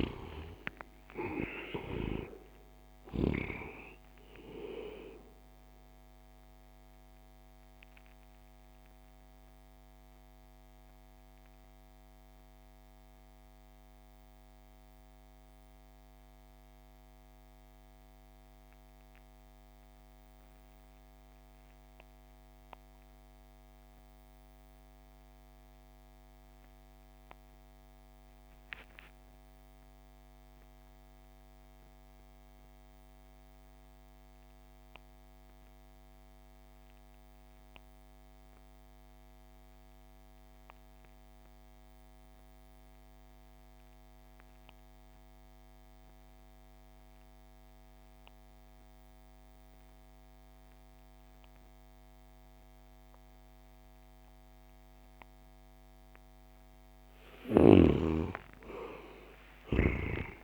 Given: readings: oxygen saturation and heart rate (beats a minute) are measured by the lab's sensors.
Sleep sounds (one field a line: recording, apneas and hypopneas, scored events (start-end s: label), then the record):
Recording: breathing in sleep by a microphone on the trachea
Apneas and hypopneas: 1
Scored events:
0.00-3.00 s: snoring (device-marked)
0.00-21.00 s: oxygen desaturation (device-marked, oxygen 63% lowest)
7.00-55.50 s: mixed apnea (oxygen 93% before, 58% lowest)
30.00-60.44 s: oxygen desaturation (device-marked, oxygen 97% before, 58% lowest)
57.50-60.44 s: arousal
From the record:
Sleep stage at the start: REM sleep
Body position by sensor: on the back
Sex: male